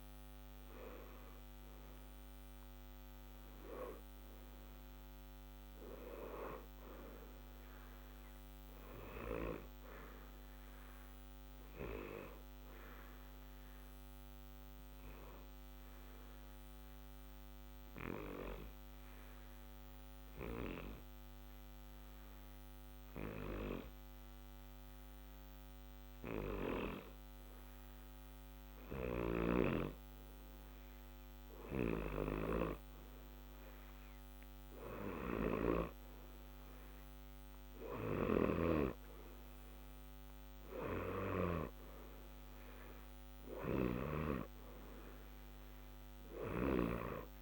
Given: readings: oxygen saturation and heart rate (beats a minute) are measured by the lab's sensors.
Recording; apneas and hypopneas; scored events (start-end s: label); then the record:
breathing in sleep by a microphone on the trachea; 1
12.00-29.00 s: obstructive apnea (oxygen 93% before, 87% lowest, heart rate 60 before, 60 extreme, up 0 after)
33.00-38.00 s: arousal
38.00-47.42 s: oxygen desaturation (device-marked, oxygen 92% before, 87% lowest, heart rate 60 before, 60 extreme)
43.00-47.42 s: new sleep stage, N2 (light sleep)
From the record:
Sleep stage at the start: REM sleep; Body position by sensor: on the back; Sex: male